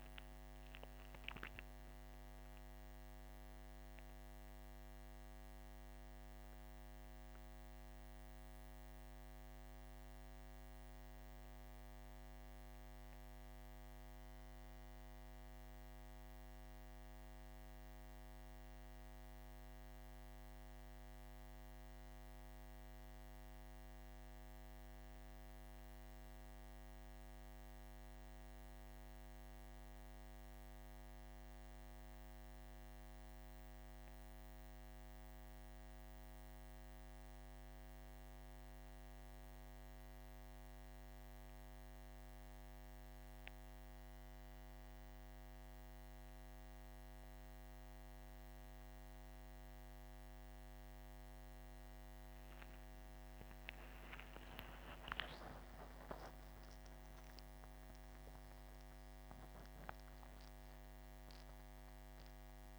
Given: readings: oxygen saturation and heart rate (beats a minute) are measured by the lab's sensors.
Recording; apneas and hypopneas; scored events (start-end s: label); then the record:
breathing in sleep, hard to hear, by a microphone on the trachea; none
52.50-58.00 s: arousal
From the record:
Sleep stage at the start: N2 (light sleep); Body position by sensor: on the back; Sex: male